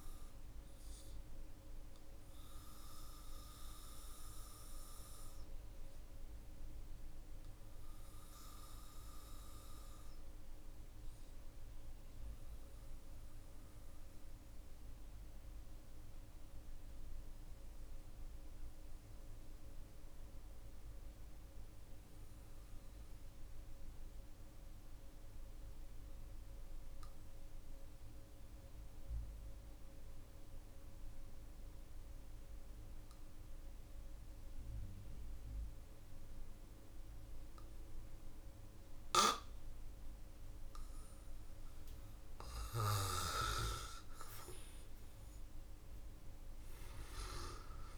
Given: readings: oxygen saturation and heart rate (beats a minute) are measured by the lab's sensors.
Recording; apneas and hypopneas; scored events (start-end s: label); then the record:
a person partly awake in a sleep study, by a room microphone; 1
0.00-3.00 s: oxygen desaturation (device-marked, oxygen 94% lowest, heart rate 41 extreme)
3.50-40.50 s: mixed apnea (oxygen 98% before, 91% lowest, heart rate 50 before, 42 extreme, up 14 after)
29.00-47.98 s: new sleep stage, awake
38.00-47.98 s: oxygen desaturation (device-marked, oxygen 99% before, 95% lowest, heart rate 53 before, 46 extreme)
From the record:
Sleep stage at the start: N2 (light sleep); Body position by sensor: on the back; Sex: male